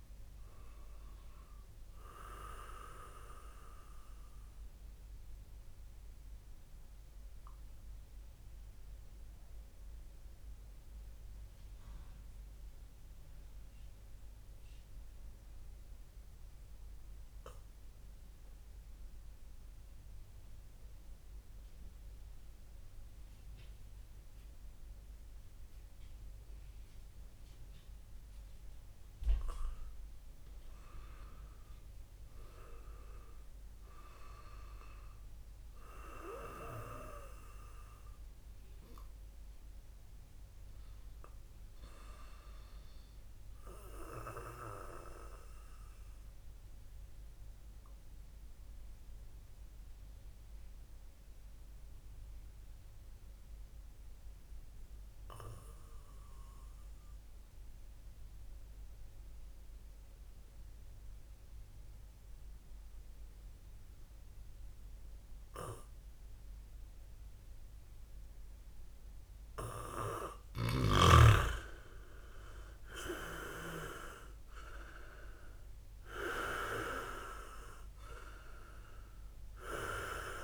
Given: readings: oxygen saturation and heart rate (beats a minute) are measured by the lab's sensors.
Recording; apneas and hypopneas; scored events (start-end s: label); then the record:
breathing in sleep by a room microphone; 2
0.00-6.50 s: oxygen desaturation (device-marked, oxygen 96% lowest, heart rate 59 extreme)
4.50-30.00 s: mixed apnea (oxygen 100% before, 95% lowest, heart rate 72 before, 57 extreme, up 4 after)
32.50-36.00 s: arousal
46.50-71.00 s: obstructive apnea (oxygen 100% before, 96% lowest, heart rate 61 before, 55 extreme, up 11 after)
73.00-77.00 s: arousal
From the record:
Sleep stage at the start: N2 (light sleep); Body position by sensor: on the back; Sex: male